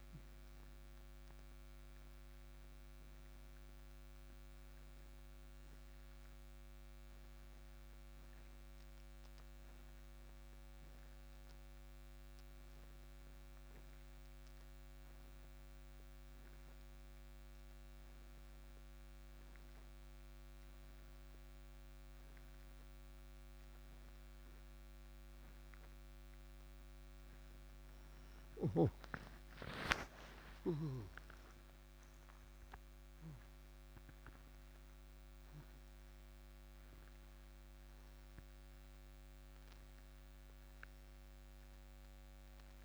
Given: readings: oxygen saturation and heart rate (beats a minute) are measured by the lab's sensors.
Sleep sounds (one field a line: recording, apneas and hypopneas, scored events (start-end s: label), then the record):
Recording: breathing in sleep by a microphone on the trachea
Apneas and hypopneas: 1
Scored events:
0.00-10.00 s: oxygen desaturation (device-marked, oxygen 86% lowest, heart rate 57 extreme)
6.50-26.00 s: obstructive apnea (oxygen 94% before, 87% lowest, heart rate 60 before, 57 extreme, up 15 after)
28.50-33.50 s: snoring (device-marked)
29.50-34.00 s: arousal
30.00-42.85 s: oxygen desaturation (device-marked, oxygen 97% before, 87% lowest, heart rate 59 before, 57 extreme)
From the record:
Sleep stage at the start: N2 (light sleep)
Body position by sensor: on the right side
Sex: male